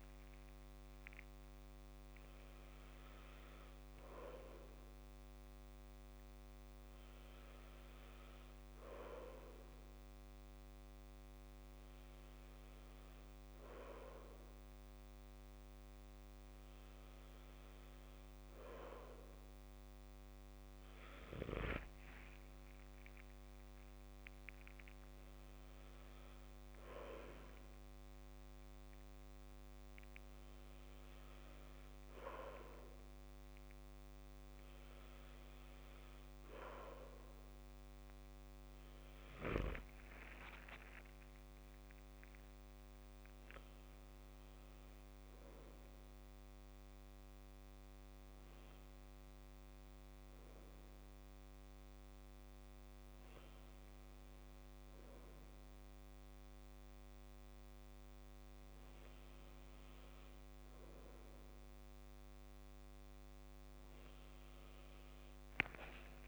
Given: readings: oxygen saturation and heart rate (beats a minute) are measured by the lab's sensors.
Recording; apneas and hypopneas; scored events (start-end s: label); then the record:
breathing in sleep by a microphone on the trachea; none
0.00-1.00 s: long interval between heartbeats (device-marked, heart rate 79 extreme)
39.50-42.50 s: arousal
From the record:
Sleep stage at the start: N2 (light sleep); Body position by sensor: on the back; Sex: male